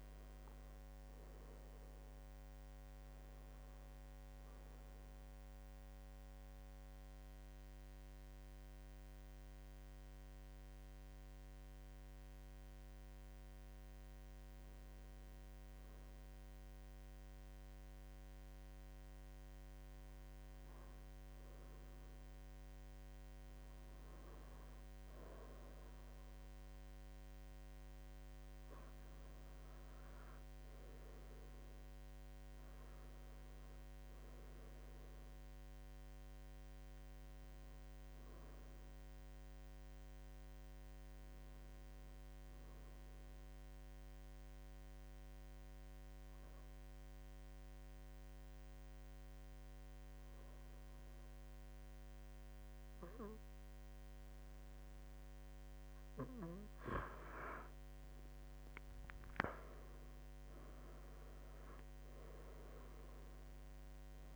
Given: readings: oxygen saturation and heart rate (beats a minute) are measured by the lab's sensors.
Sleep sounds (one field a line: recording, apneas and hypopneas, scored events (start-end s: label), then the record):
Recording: breathing in sleep, hard to hear, by a microphone on the trachea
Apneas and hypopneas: 2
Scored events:
5.50-27.50 s: mixed apnea (oxygen 96% before, 92% lowest, heart rate 81 before, 66 extreme, up 15 after)
30.50-34.50 s: arousal
41.50-55.50 s: obstructive apnea (oxygen 97% before, 92% lowest, heart rate 75 before, 72 extreme, up 10 after)
57.50-62.00 s: arousal
From the record:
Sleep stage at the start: N2 (light sleep)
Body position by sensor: on the right side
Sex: male